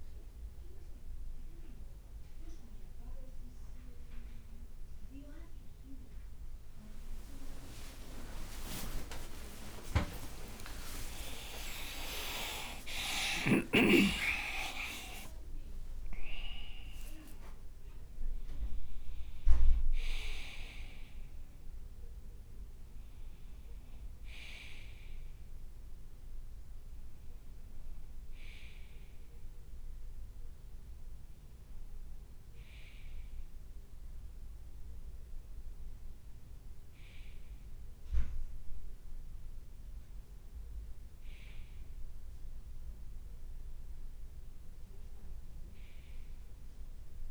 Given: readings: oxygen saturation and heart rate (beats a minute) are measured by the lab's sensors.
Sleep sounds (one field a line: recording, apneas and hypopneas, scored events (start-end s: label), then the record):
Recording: breathing in sleep by a room microphone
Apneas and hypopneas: none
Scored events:
7.50-13.50 s: arousal
8.50-12.50 s: tachycardia (device-marked, heart rate 64 before, 109 extreme)
9.00-11.00 s: long interval between heartbeats (device-marked, heart rate 65 before, 84 extreme)
11.50-13.50 s: long interval between heartbeats (device-marked, heart rate 68 before, 109 extreme)
18.50-21.50 s: leg movement (device-marked)
29.50-31.50 s: leg movement (device-marked)
From the record:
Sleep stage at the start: N1 (lightest sleep)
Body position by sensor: on the right side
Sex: male